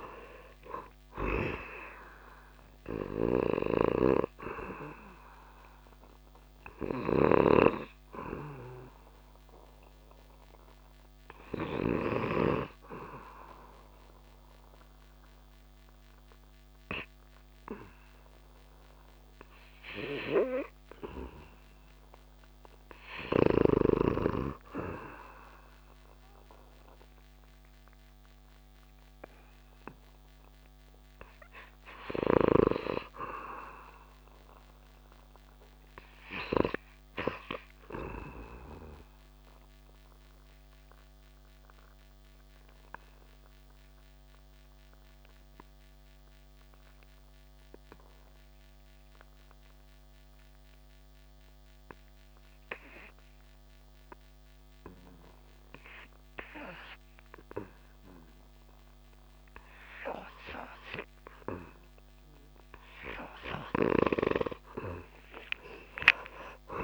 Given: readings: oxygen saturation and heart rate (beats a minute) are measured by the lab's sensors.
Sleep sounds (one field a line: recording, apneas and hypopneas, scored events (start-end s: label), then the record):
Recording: breathing in sleep by a microphone on the trachea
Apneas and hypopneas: 2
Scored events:
1.50-28.50 s: oxygen desaturation (device-marked, oxygen 100% before, 85% lowest)
10.00-22.50 s: obstructive apnea (oxygen 100% before, 85% lowest)
27.00-31.00 s: arousal
39.50-61.00 s: obstructive apnea (oxygen 99% before, 79% lowest)
65.00-66.84 s: arousal
From the record:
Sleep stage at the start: REM sleep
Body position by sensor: on the back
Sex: male